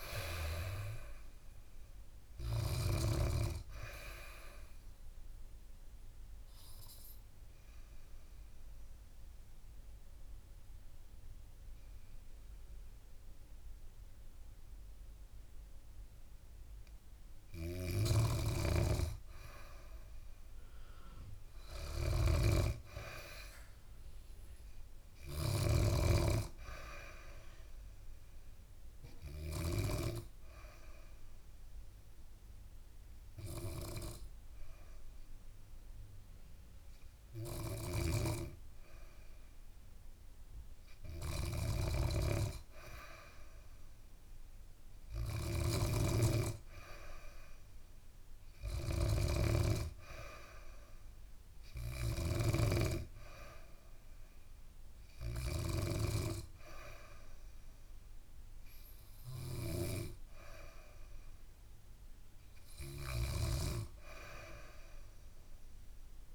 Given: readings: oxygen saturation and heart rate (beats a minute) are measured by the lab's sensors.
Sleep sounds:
breathing in sleep by a room microphone; 2
5.00-17.50 s: obstructive apnea (oxygen 99% before, 95% lowest, heart rate 67 before, 64 extreme, up 1 after)
17.50-29.50 s: snoring (device-marked)
21.50-24.50 s: arousal
30.50-40.50 s: obstructive apnea (oxygen 99% before, 94% lowest, heart rate 68 before, 64 extreme, up 4 after)
37.50-52.00 s: snoring (device-marked)
43.00-46.50 s: arousal
59.00-66.35 s: snoring (device-marked)
From the record:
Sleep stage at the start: N2 (light sleep); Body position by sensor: on the back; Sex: female

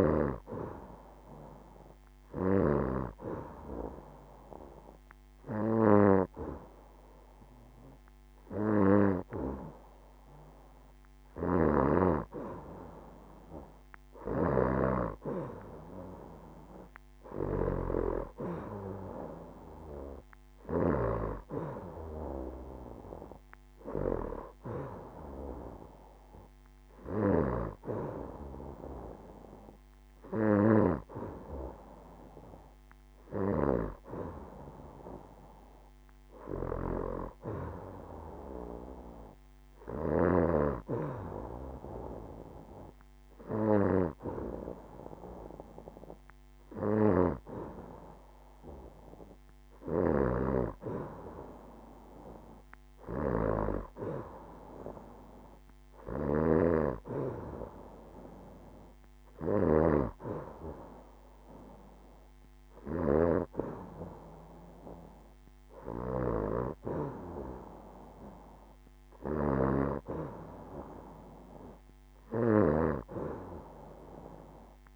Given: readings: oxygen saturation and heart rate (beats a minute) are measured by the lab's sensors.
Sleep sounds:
breathing in sleep by a microphone on the trachea; none
none scored
From the record:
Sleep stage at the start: N2 (light sleep); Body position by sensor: on the back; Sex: female

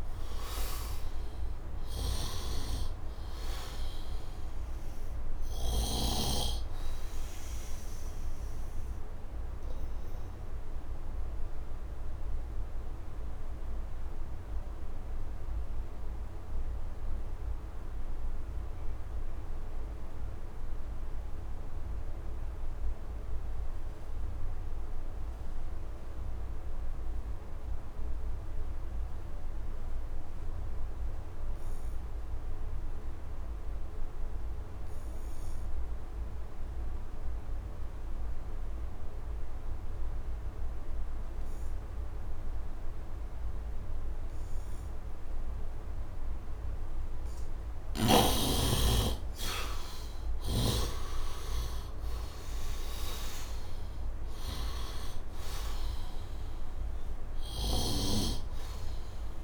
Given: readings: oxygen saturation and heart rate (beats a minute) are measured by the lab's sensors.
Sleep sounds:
breathing in sleep by a room microphone; 1
0.00-22.00 s: oxygen desaturation (device-marked, oxygen 75% lowest, heart rate 68 extreme)
10.00-48.00 s: obstructive apnea (oxygen 98% before, 67% lowest, heart rate 79 before, 70 extreme, up 10 after)
29.00-59.44 s: oxygen desaturation (device-marked, oxygen 100% before, 67% lowest, heart rate 72 before, 68 extreme)
49.50-54.00 s: arousal
From the record:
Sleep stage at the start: N2 (light sleep); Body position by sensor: on the right side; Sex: male

